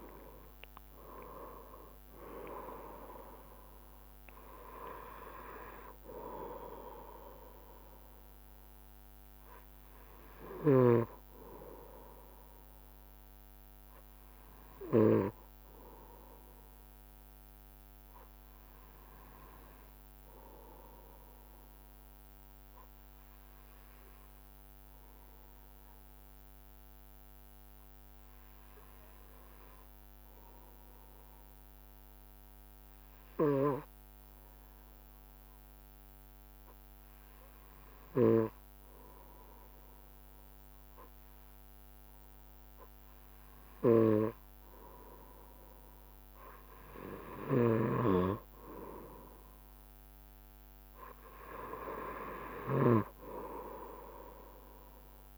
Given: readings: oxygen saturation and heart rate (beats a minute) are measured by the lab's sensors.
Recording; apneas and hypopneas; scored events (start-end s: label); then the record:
breathing in sleep by a microphone on the trachea; 1
0.00-9.00 s: drop in pulse transit time (device-marked, heart rate 73 extreme)
5.00-8.00 s: arousal
11.00-44.00 s: obstructive apnea (oxygen 95% before, 94% lowest, heart rate 76 before, 67 extreme, up 5 after)
46.00-48.00 s: arousal
47.50-53.00 s: snoring (device-marked)
From the record:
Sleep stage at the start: N2 (light sleep); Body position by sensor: on the right side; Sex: male